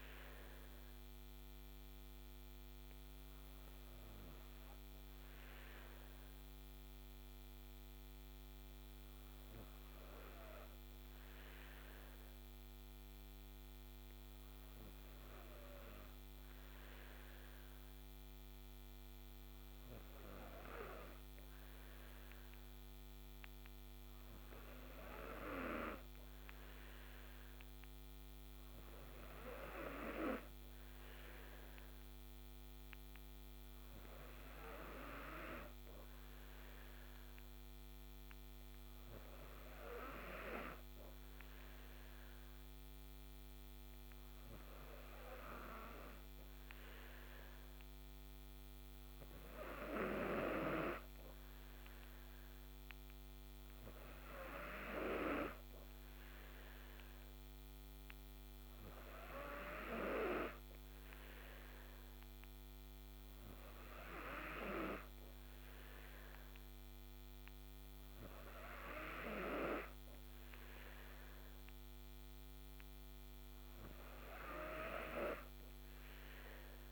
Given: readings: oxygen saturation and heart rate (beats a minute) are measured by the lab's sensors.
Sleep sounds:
breathing in sleep by a microphone on the trachea; none
none scored
From the record:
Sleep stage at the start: N2 (light sleep); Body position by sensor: on the back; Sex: female

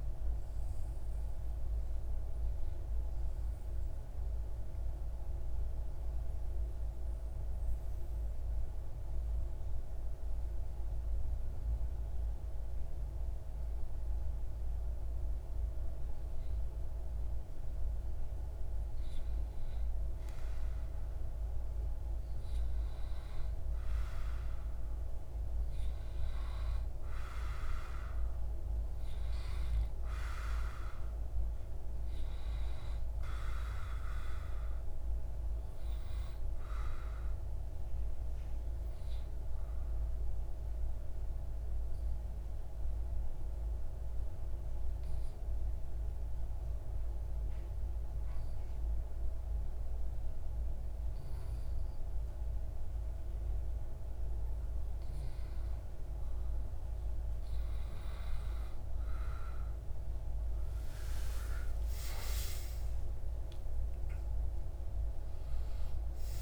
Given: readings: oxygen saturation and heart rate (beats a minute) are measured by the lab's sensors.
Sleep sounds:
breathing in sleep, hard to hear, by a room microphone; 2
0.00-10.50 s: oxygen desaturation (device-marked, oxygen 91% lowest)
2.50-20.00 s: mixed apnea (oxygen 94% before, 91% lowest)
23.50-28.00 s: arousal
24.50-41.50 s: oxygen desaturation (device-marked, oxygen 97% before, 93% lowest)
37.50-57.00 s: obstructive apnea (oxygen 97% before, 92% lowest)
59.50-63.00 s: arousal
From the record:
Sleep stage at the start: N2 (light sleep); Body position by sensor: on the back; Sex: male

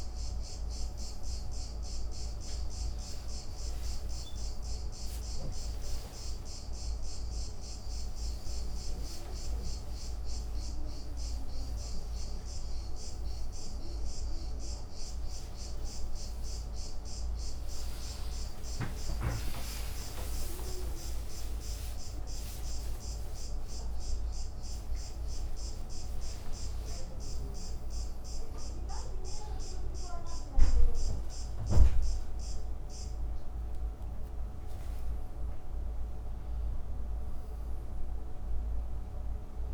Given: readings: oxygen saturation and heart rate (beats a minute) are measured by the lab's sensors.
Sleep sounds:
a person awake in a sleep study, by a room microphone; none
none scored
From the record:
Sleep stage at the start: awake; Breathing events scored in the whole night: 366 in 5.9 hours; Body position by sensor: on the back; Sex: male

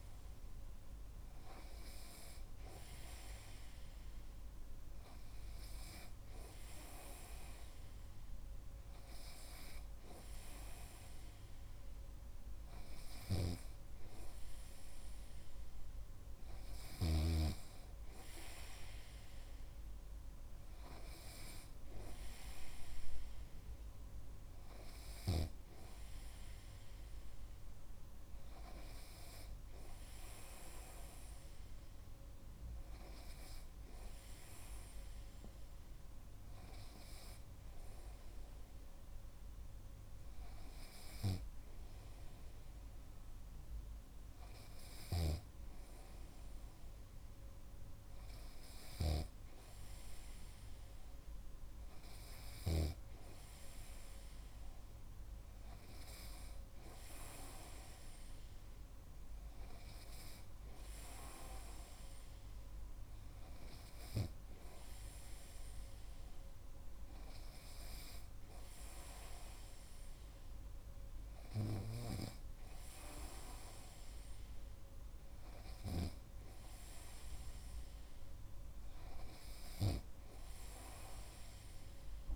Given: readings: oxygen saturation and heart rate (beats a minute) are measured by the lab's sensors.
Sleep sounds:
breathing in sleep by a room microphone; none
45.50-53.50 s: snoring (device-marked)
From the record:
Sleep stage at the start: N2 (light sleep); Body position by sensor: on the right side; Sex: male

